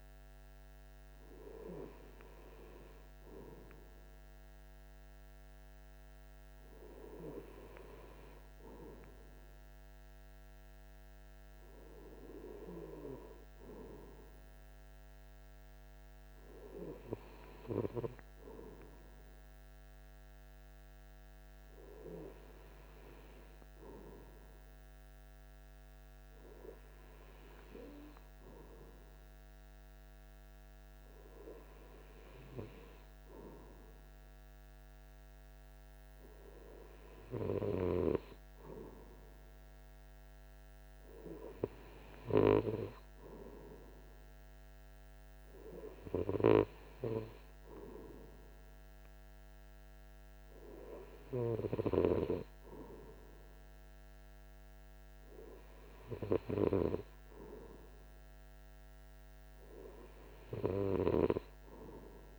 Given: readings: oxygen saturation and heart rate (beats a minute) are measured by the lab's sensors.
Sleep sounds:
breathing in sleep by a microphone on the trachea; none
none scored
From the record:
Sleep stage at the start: N2 (light sleep); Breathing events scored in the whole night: 115 in 3.9 hours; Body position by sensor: on the right side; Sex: male

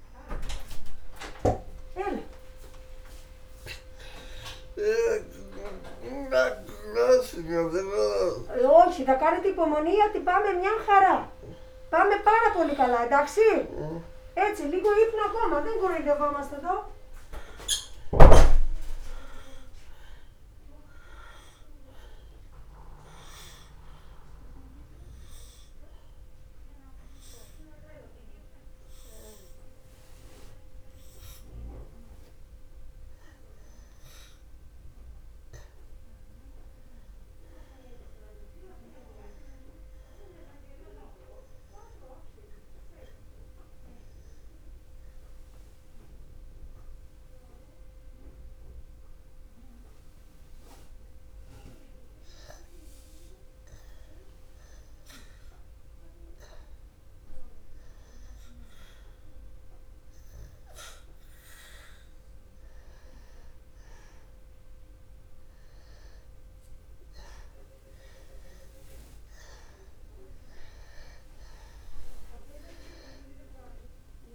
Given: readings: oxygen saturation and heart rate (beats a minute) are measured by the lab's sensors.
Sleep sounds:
breathing in sleep by a room microphone; 2
0.00-18.00 s: oxygen desaturation (device-marked, oxygen 92% lowest, heart rate 62 extreme)
10.00-16.50 s: arousal
23.50-34.50 s: hypopnea (oxygen 96% before, 89% lowest, heart rate 62 before, 61 extreme, up 0 after)
35.50-39.00 s: arousal
42.00-55.00 s: obstructive apnea (oxygen 94% before, 89% lowest, heart rate 62 before, 61 extreme, up 0 after)
58.00-62.50 s: arousal
63.00-74.35 s: oxygen desaturation (device-marked, oxygen 95% before, 89% lowest, heart rate 62 before, 61 extreme)
From the record:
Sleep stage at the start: N2 (light sleep); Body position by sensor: on the back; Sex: male

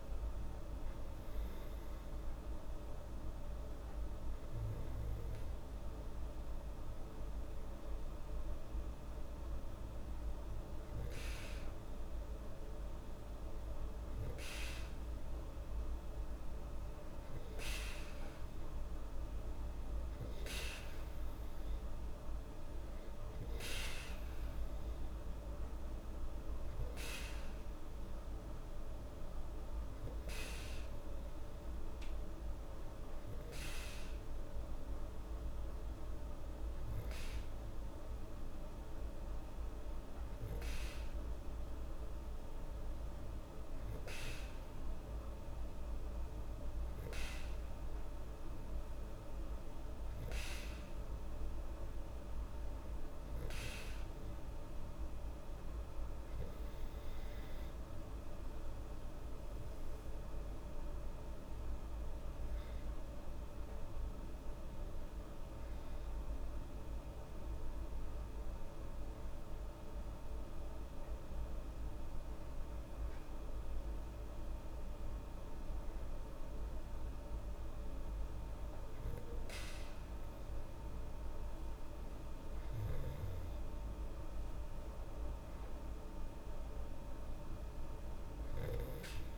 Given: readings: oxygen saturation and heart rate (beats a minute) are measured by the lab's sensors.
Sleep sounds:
breathing in sleep, hard to hear, by a room microphone; none
57.00-61.00 s: arousal
From the record:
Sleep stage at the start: N2 (light sleep); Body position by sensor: on the back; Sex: female

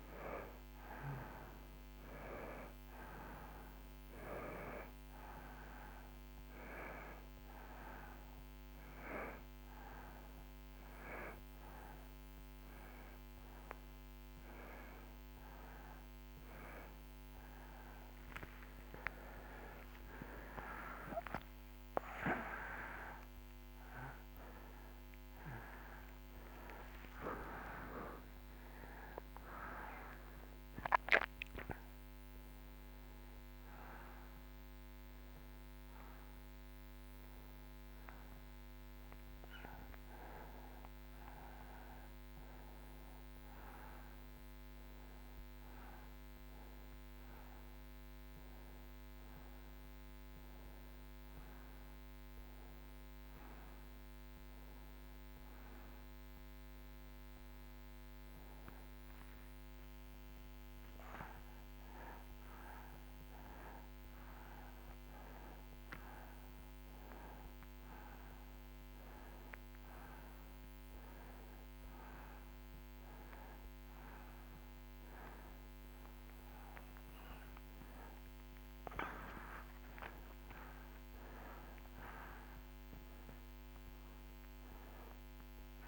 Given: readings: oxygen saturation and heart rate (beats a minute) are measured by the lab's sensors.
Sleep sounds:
a person awake in a sleep study, by a microphone on the trachea; none
11.00-85.88 s: new sleep stage, awake
17.00-40.00 s: oxygen desaturation (device-marked, oxygen 94% before, 88% lowest)
From the record:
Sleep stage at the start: N2 (light sleep); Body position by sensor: on the right side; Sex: male

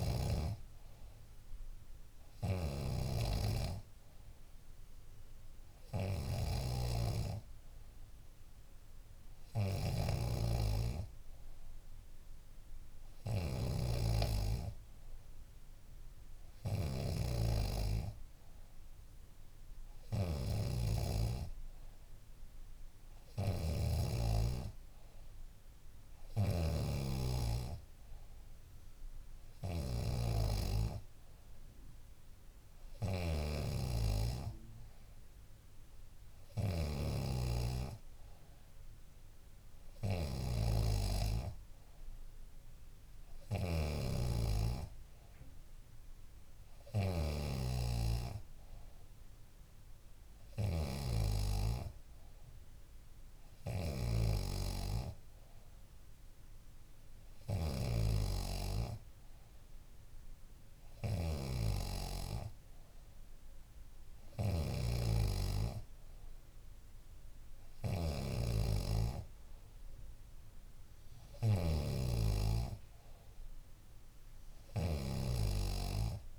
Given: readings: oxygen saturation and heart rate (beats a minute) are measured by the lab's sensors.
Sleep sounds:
breathing in sleep by a room microphone; none
0.00-76.39 s: snoring (device-marked)
7.50-76.39 s: new sleep stage, N3 (deep sleep)
From the record:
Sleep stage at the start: N2 (light sleep); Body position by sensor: on the back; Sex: female

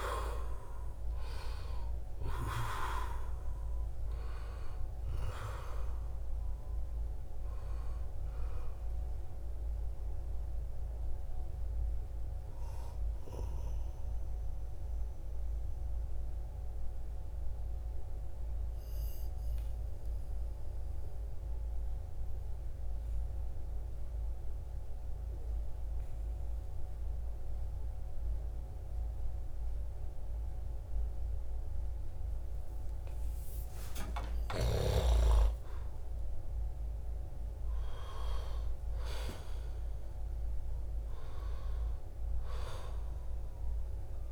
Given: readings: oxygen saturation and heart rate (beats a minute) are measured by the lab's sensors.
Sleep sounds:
breathing in sleep by a room microphone; 1
0.00-23.00 s: oxygen desaturation (device-marked, oxygen 86% lowest, heart rate 62 extreme)
14.00-32.50 s: obstructive apnea (oxygen 95% before, 87% lowest, heart rate 75 before, 66 extreme, up 13 after)
33.00-35.00 s: long interval between heartbeats (device-marked, heart rate 70 before, 75 extreme)
33.00-37.00 s: arousal
39.00-44.32 s: oxygen desaturation (device-marked, oxygen 97% before, 92% lowest, heart rate 71 before, 64 extreme)
From the record:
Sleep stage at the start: N2 (light sleep); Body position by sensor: on the back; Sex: male

